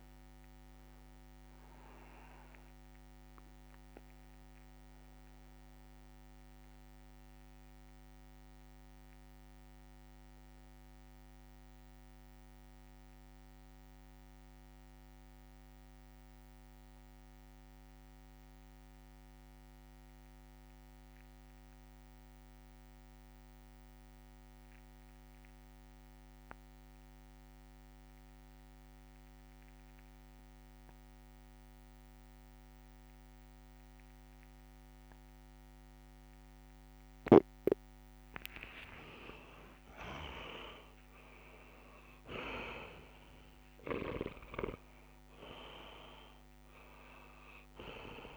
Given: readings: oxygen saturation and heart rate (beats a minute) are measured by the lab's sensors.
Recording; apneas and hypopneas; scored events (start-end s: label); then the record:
breathing in sleep by a microphone on the trachea; 1
0.00-20.50 s: oxygen desaturation (device-marked, oxygen 83% lowest)
3.50-37.50 s: mixed apnea (oxygen 98% before, 81% lowest)
31.50-48.37 s: oxygen desaturation (device-marked, oxygen 99% before, 81% lowest)
39.00-42.50 s: arousal
From the record:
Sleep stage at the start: N2 (light sleep); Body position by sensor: on the back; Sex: male